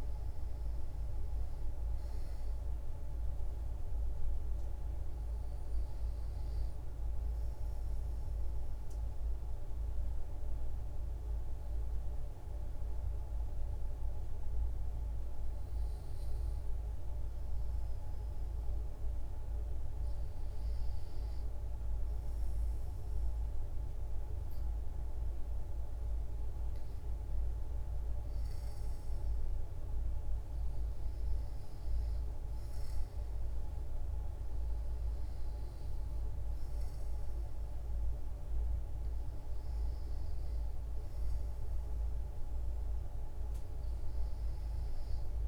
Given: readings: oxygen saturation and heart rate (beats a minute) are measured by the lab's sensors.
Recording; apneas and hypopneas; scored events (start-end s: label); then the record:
breathing in sleep, hard to hear, by a room microphone; 1
0.00-9.00 s: oxygen desaturation (device-marked, oxygen 89% lowest, heart rate 57 extreme)
7.50-20.50 s: obstructive apnea (oxygen 93% before, 90% lowest, heart rate 62 before, 60 extreme, up 1 after)
22.50-26.50 s: arousal
27.00-45.48 s: oxygen desaturation (device-marked, oxygen 95% before, 90% lowest, heart rate 61 before, 64 extreme)
From the record:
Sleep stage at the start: N2 (light sleep); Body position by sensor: on the back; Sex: female